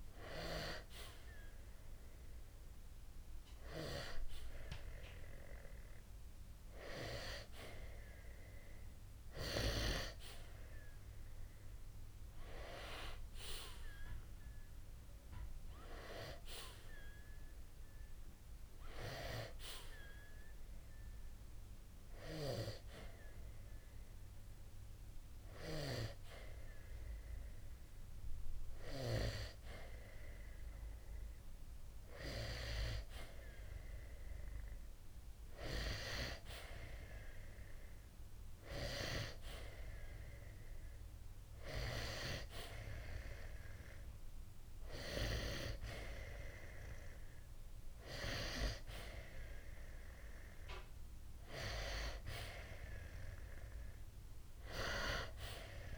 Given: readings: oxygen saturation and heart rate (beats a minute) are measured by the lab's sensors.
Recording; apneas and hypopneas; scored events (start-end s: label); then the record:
breathing in sleep by a room microphone; 1
13.50-18.50 s: arousal
22.00-32.50 s: hypopnea (oxygen 92% before, 89% lowest, heart rate 65 before, 63 extreme, up 2 after)
34.00-38.50 s: arousal
From the record:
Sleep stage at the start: N2 (light sleep); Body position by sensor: on the back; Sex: male